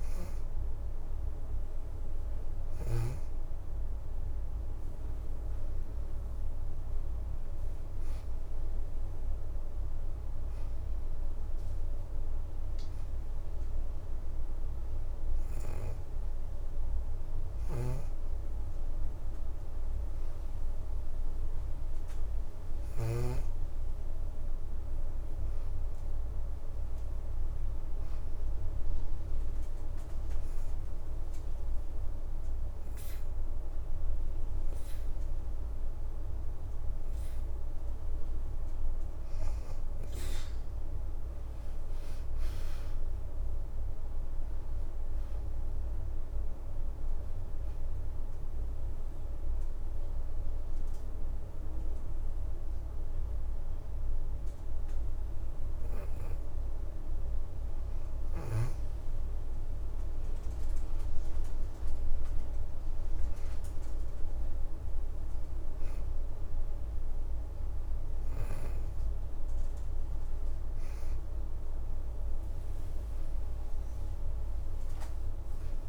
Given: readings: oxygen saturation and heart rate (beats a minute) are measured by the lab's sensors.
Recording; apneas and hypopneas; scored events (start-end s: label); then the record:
breathing in sleep, hard to hear, by a room microphone; 2
0.00-1.50 s: oxygen desaturation (device-marked, oxygen 90% lowest, heart rate 81 extreme)
4.00-8.00 s: leg movement (device-marked)
8.50-18.50 s: oxygen desaturation (device-marked, oxygen 94% before, 91% lowest, heart rate 86 before, 79 extreme)
17.50-23.50 s: snoring (device-marked)
24.50-27.00 s: leg movement (device-marked)
25.50-28.50 s: arousal
30.50-40.50 s: hypopnea (oxygen 94% before, 85% lowest, heart rate 85 before, 76 extreme, up 9 after)
33.50-36.00 s: leg movement (device-marked)
42.00-45.50 s: arousal
49.00-59.50 s: hypopnea (oxygen 92% before, 85% lowest, heart rate 84 before, 76 extreme, up 10 after)
49.50-66.50 s: oxygen desaturation (device-marked, oxygen 92% before, 85% lowest, heart rate 84 before, 76 extreme)
62.50-65.50 s: arousal
70.50-74.50 s: leg movement (device-marked)
74.50-75.89 s: leg movement (device-marked)
From the record:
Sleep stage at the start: N2 (light sleep); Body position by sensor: on the back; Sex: female